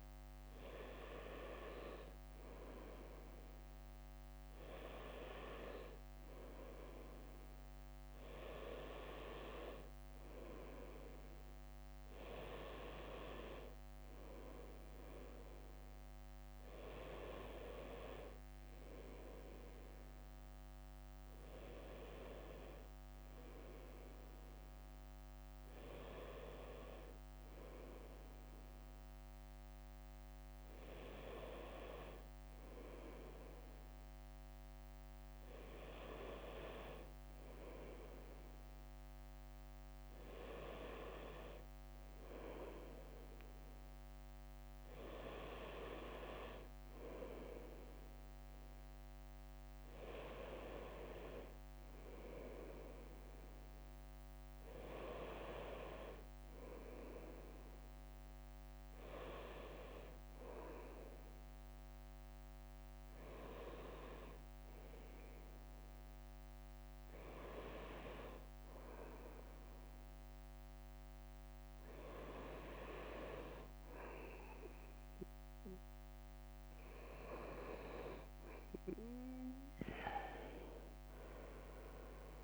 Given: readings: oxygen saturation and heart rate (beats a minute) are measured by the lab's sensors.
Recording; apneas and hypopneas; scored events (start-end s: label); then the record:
breathing in sleep by a microphone on the trachea; none
20.00-21.50 s: leg movement (device-marked)
21.50-23.50 s: bradycardia (device-marked, heart rate 62 before, 61 extreme)
35.00-36.00 s: leg movement (device-marked)
59.50-61.50 s: bradycardia (device-marked, heart rate 62 before, 61 extreme)
80.00-82.44 s: leg movement (device-marked)
From the record:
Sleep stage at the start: N2 (light sleep); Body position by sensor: on the right side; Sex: male